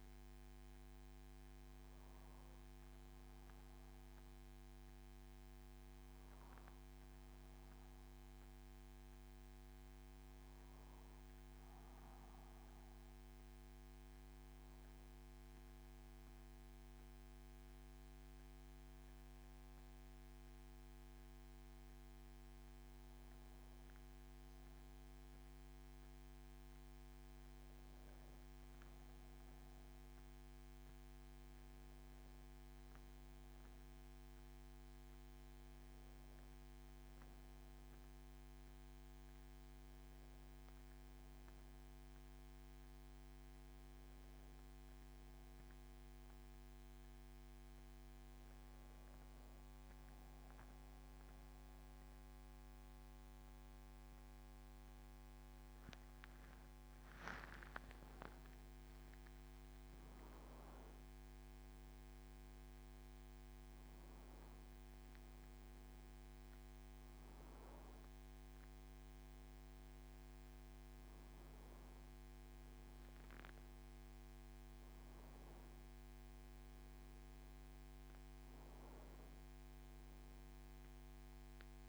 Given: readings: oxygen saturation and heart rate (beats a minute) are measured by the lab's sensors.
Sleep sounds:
a person awake in a sleep study, hard to hear, by a microphone on the trachea; none
none scored
From the record:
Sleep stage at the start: awake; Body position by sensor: on the back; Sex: male

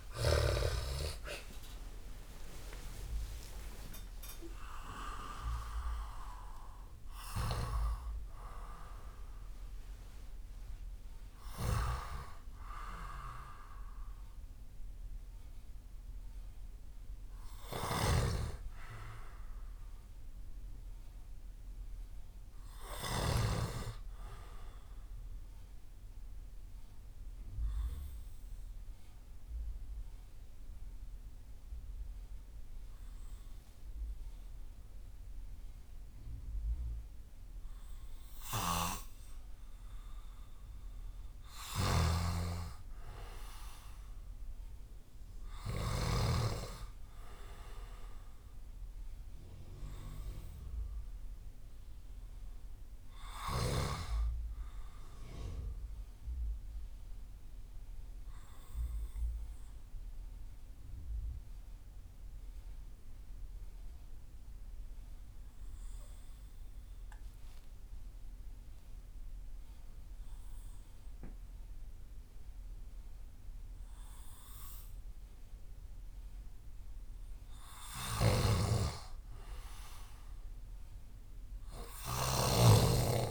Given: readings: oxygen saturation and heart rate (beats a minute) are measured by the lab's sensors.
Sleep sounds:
breathing in sleep by a room microphone; 2
0.00-3.00 s: arousal
0.00-17.50 s: oxygen desaturation (device-marked, oxygen 65% lowest)
7.00-11.50 s: snoring (device-marked)
17.50-23.00 s: snoring (device-marked)
27.50-41.00 s: hypopnea (oxygen 99% before, 91% lowest)
38.00-46.00 s: snoring (device-marked)
42.50-45.50 s: arousal
43.50-63.50 s: oxygen desaturation (device-marked, oxygen 97% before, 92% lowest)
59.50-75.00 s: hypopnea (oxygen 98% before, 91% lowest)
76.50-79.50 s: arousal
77.50-82.00 s: snoring (device-marked)
79.50-83.31 s: oxygen desaturation (device-marked, oxygen 97% before, 91% lowest)
From the record:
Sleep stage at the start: REM sleep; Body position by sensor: on the left side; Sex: male

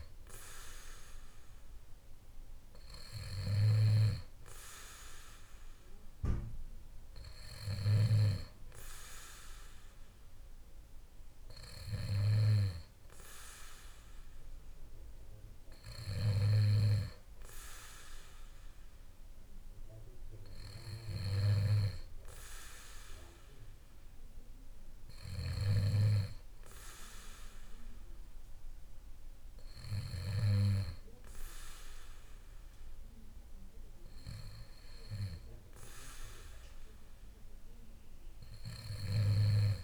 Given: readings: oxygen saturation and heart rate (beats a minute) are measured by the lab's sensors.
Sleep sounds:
breathing in sleep by a room microphone; none
none scored
From the record:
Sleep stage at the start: N2 (light sleep); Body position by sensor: on the back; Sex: male

